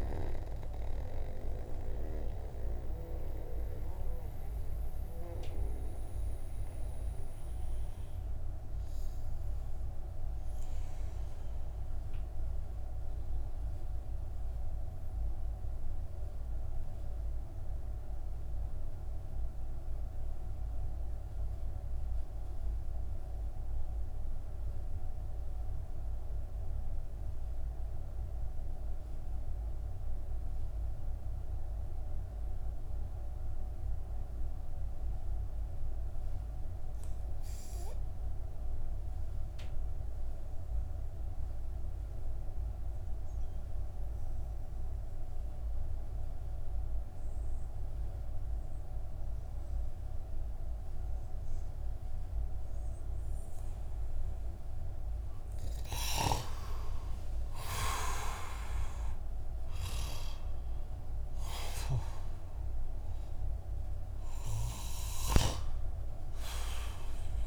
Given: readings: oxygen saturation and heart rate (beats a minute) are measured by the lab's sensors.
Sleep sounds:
breathing in sleep by a room microphone; 1
4.00-15.00 s: oxygen desaturation (device-marked, oxygen 95% before, 89% lowest)
11.00-54.50 s: mixed apnea (oxygen 96% before, 89% lowest)
56.00-61.00 s: arousal
61.00-65.00 s: snoring (device-marked)
From the record:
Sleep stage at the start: N2 (light sleep); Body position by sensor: on the back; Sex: male

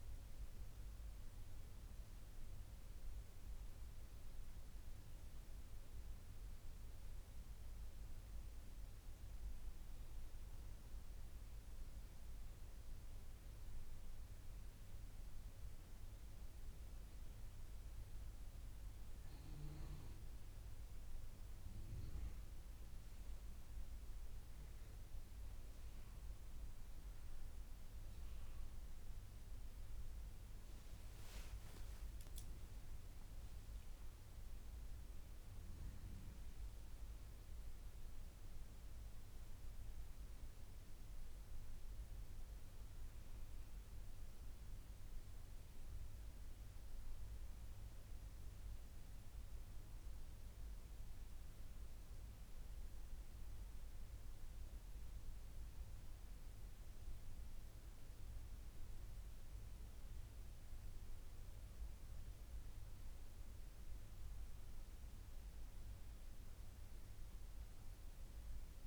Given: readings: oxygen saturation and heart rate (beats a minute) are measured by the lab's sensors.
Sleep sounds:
breathing in sleep, hard to hear, by a room microphone; none
30.50-34.00 s: arousal
From the record:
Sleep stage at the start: N1 (lightest sleep); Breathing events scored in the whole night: 100 in 8.2 hours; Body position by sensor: on the back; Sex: female

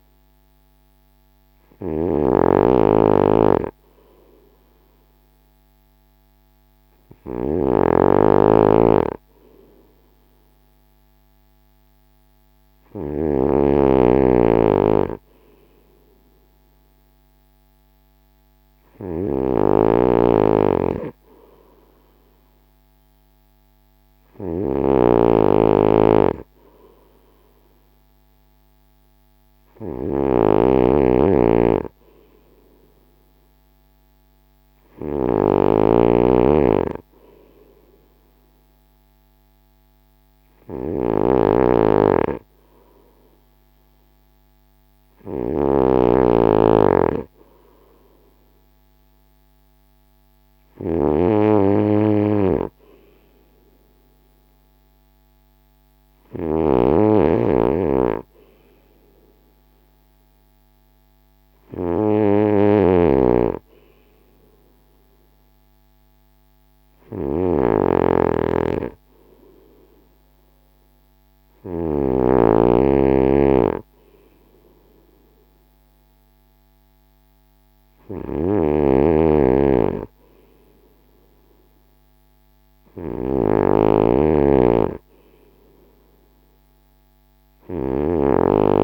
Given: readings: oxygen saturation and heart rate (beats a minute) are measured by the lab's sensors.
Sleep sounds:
breathing in sleep by a microphone on the trachea; none
0.00-72.00 s: snoring (device-marked)
78.00-88.84 s: snoring (device-marked)
From the record:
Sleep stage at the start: N2 (light sleep); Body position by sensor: on the front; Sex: male

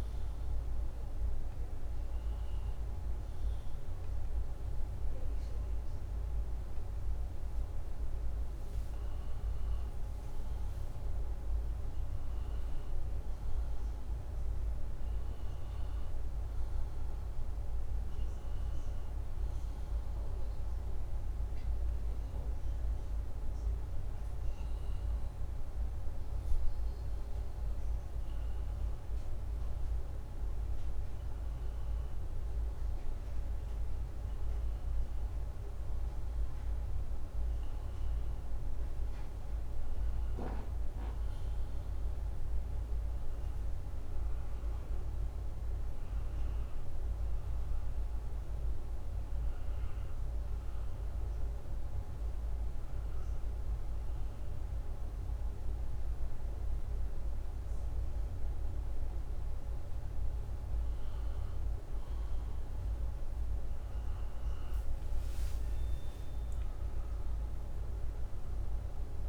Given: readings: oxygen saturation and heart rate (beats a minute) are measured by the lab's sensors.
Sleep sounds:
breathing in sleep, hard to hear, by a room microphone; 1
52.00-62.00 s: hypopnea (oxygen 96% before, 92% lowest, heart rate 185 before, 143 extreme, up 12 after)
63.00-67.50 s: arousal
From the record:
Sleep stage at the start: N1 (lightest sleep); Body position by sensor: upright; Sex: male

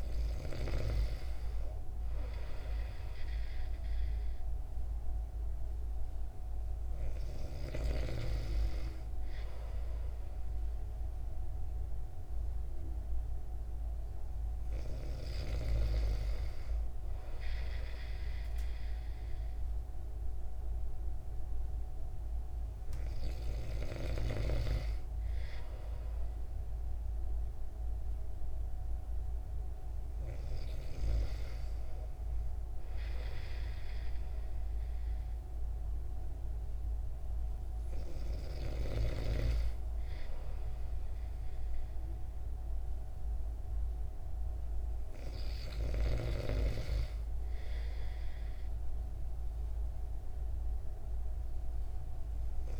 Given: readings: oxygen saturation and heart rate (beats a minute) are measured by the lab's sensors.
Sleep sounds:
breathing in sleep by a room microphone; none
none scored
From the record:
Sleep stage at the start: N2 (light sleep); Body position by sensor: on the back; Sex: male

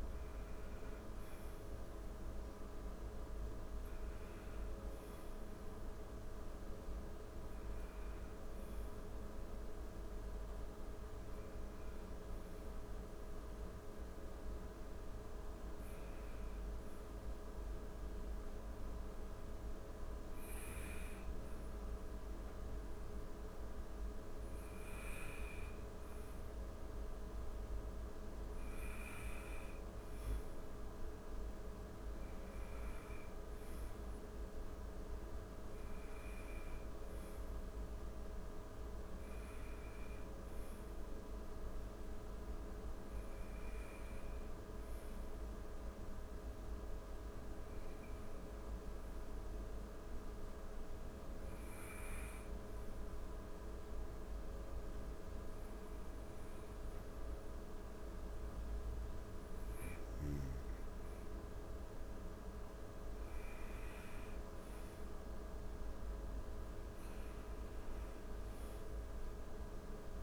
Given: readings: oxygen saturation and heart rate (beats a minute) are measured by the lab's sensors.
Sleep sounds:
breathing in sleep, hard to hear, by a room microphone; 2
6.00-22.50 s: obstructive apnea (oxygen 97% before, 95% lowest)
24.00-27.50 s: arousal
44.50-58.00 s: obstructive apnea (oxygen 98% before, 94% lowest, heart rate 37 before, 29 extreme, up 48 after)
59.00-63.00 s: arousal
From the record:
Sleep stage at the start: N1 (lightest sleep); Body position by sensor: on the back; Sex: female

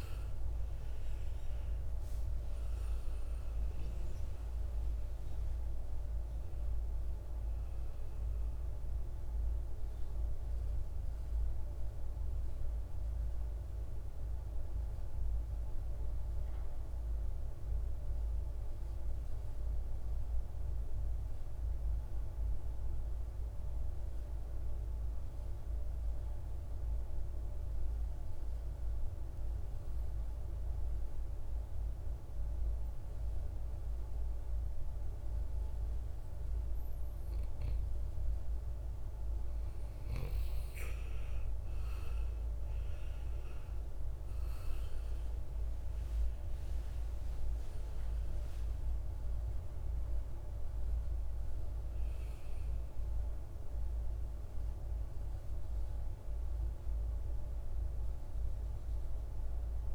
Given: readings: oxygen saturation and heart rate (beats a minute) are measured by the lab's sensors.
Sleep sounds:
breathing in sleep, hard to hear, by a room microphone; 1
0.00-22.50 s: oxygen desaturation (device-marked, oxygen 89% lowest, heart rate 53 extreme)
13.00-37.00 s: mixed apnea (oxygen 99% before, 89% lowest, heart rate 66 before, 52 extreme, up 13 after)
38.50-59.95 s: oxygen desaturation (device-marked, oxygen 99% before, 91% lowest, heart rate 56 before, 52 extreme)
40.50-43.50 s: arousal
From the record:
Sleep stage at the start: N2 (light sleep); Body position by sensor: on the right side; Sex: male

